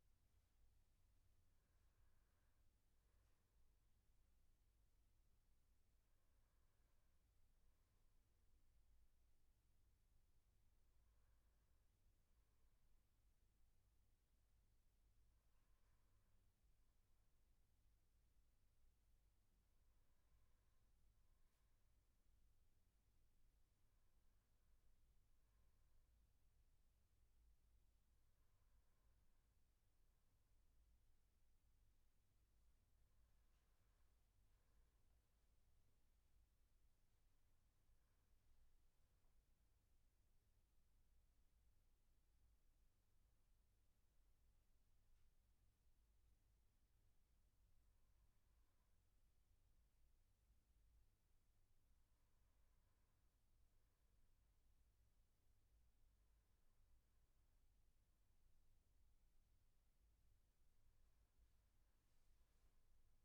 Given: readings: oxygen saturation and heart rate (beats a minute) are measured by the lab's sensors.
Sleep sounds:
breathing in sleep, hard to hear, by a room microphone; none
0.00-15.00 s: oxygen desaturation (device-marked, oxygen 94% lowest, heart rate 76 extreme)
From the record:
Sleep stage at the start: N1 (lightest sleep); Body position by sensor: on the back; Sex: male

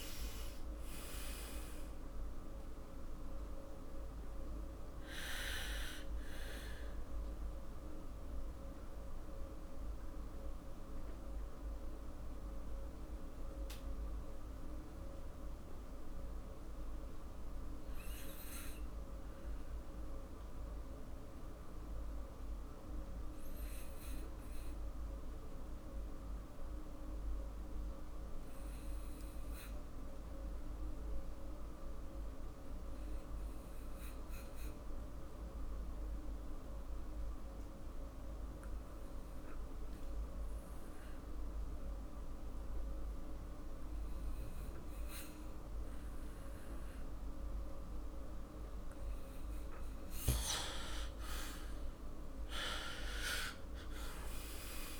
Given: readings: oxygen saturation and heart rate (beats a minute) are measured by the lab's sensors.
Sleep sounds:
breathing in sleep by a room microphone; 1
0.00-1.00 s: arousal
8.50-49.50 s: mixed apnea (oxygen 98% before, 83% lowest, heart rate 50 before, 45 extreme, up 16 after)
23.00-42.00 s: oxygen desaturation (device-marked, oxygen 95% before, 83% lowest, heart rate 52 before, 45 extreme)
51.00-55.00 s: arousal
From the record:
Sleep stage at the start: N2 (light sleep); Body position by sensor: on the back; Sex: male

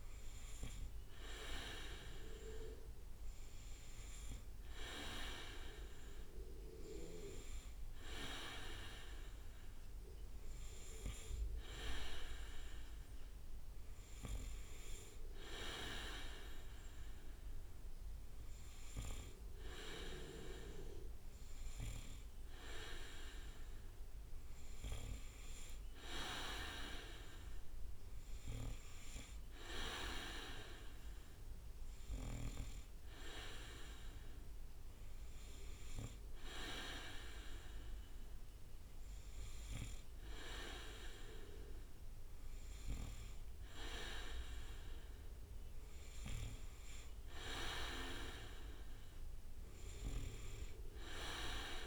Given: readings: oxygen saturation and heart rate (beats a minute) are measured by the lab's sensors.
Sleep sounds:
breathing in sleep by a room microphone; none
26.00-27.50 s: leg movement (device-marked)
From the record:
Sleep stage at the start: N2 (light sleep); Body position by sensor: on the back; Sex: male

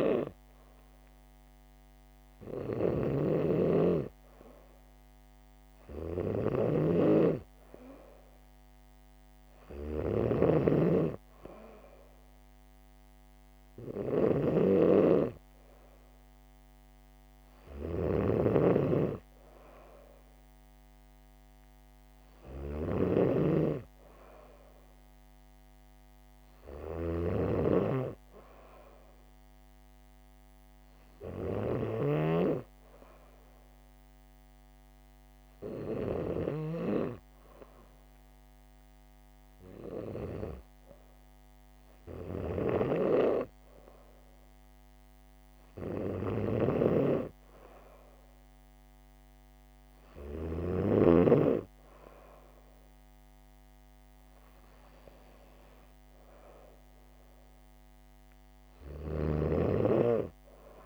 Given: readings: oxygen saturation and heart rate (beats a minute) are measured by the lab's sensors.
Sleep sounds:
breathing in sleep by a microphone on the trachea; none
0.00-51.00 s: snoring (device-marked)
10.00-60.86 s: new sleep stage, N2 (light sleep)
59.00-60.86 s: snoring (device-marked)
From the record:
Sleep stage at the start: N3 (deep sleep); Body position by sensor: on the back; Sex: female

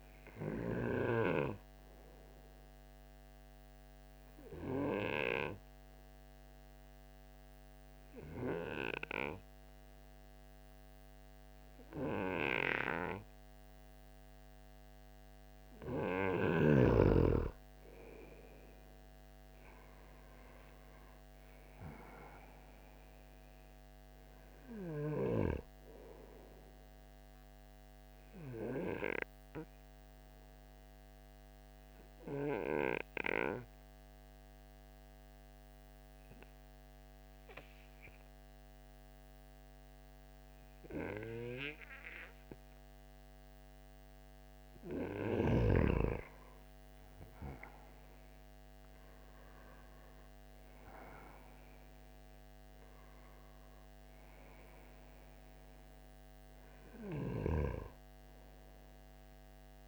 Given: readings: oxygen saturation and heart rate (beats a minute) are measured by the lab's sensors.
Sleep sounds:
breathing in sleep by a microphone on the trachea; 2
0.00-13.00 s: oxygen desaturation (device-marked, oxygen 92% lowest, heart rate 51 extreme)
1.50-16.00 s: obstructive apnea (oxygen 96% before, 92% lowest, heart rate 58 before, 51 extreme, up 9 after)
21.00-25.00 s: arousal
28.50-44.50 s: obstructive apnea (oxygen 97% before, 93% lowest, heart rate 55 before, 51 extreme, up 13 after)
46.50-50.00 s: arousal
From the record:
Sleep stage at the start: N2 (light sleep); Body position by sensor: on the right side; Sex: male

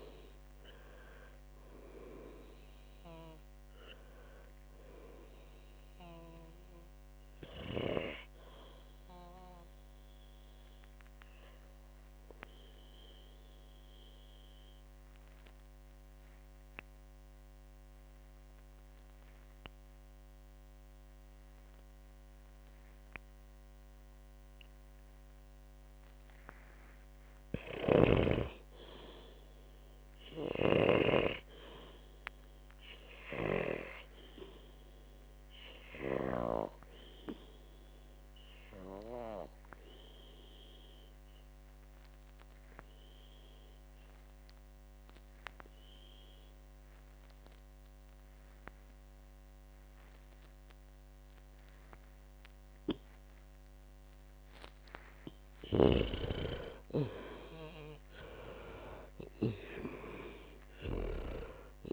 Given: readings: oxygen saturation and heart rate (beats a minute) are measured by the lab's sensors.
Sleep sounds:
breathing in sleep by a microphone on the trachea; 2
0.00-17.50 s: oxygen desaturation (device-marked, oxygen 89% lowest, heart rate 56 extreme)
11.00-27.50 s: obstructive apnea (oxygen 97% before, 91% lowest, heart rate 88 before, 56 extreme, up 11 after)
28.00-34.50 s: snoring (device-marked)
29.50-34.00 s: arousal
32.50-49.50 s: oxygen desaturation (device-marked, oxygen 99% before, 95% lowest, heart rate 59 before, 56 extreme)
41.00-55.50 s: obstructive apnea (oxygen 99% before, 91% lowest, heart rate 63 before, 55 extreme, up 22 after)
56.00-61.93 s: snoring (device-marked)
57.00-61.50 s: arousal
60.50-61.93 s: oxygen desaturation (device-marked, oxygen 97% before, 91% lowest, heart rate 62 before, 55 extreme)
From the record:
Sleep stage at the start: N2 (light sleep); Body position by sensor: on the back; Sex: female

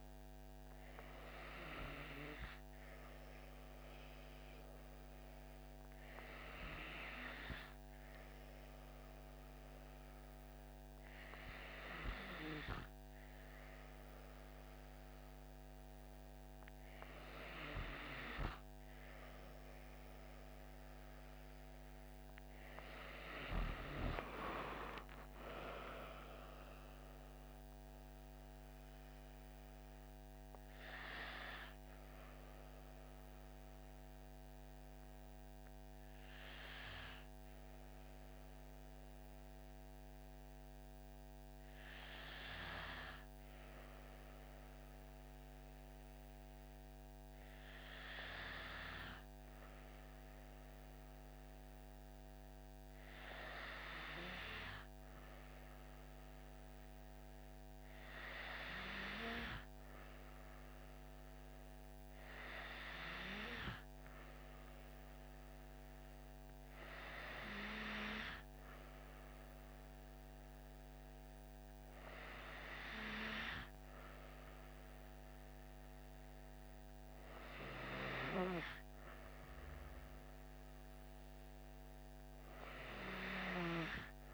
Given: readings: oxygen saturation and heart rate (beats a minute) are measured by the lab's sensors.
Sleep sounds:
breathing in sleep by a microphone on the trachea; 1
21.00-25.00 s: arousal
30.50-44.50 s: hypopnea (oxygen 95% before, 93% lowest)
46.50-50.00 s: arousal
From the record:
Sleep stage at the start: N2 (light sleep); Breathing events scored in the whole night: 89 in 5.5 hours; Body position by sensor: on the back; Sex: female

